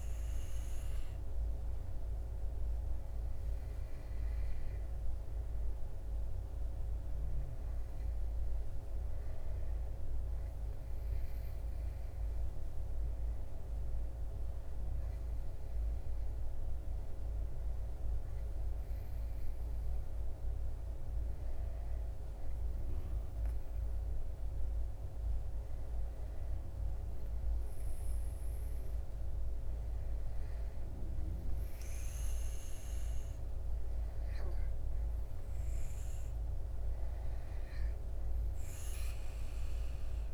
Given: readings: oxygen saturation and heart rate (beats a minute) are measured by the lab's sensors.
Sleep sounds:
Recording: breathing in sleep, hard to hear, by a room microphone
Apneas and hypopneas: none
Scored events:
none scored
From the record:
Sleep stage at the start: N2 (light sleep)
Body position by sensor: on the back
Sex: male

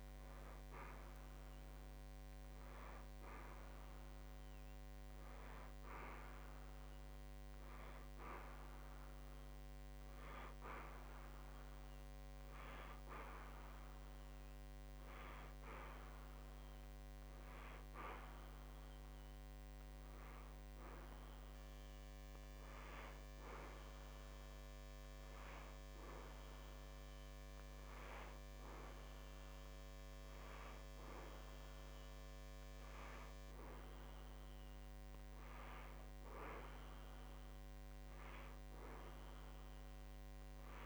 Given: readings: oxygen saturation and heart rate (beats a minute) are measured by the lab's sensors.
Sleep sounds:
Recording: breathing in sleep by a microphone on the trachea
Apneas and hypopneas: none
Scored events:
37.50-40.86 s: arousal
From the record:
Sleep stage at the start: N1 (lightest sleep)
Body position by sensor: on the back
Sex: male

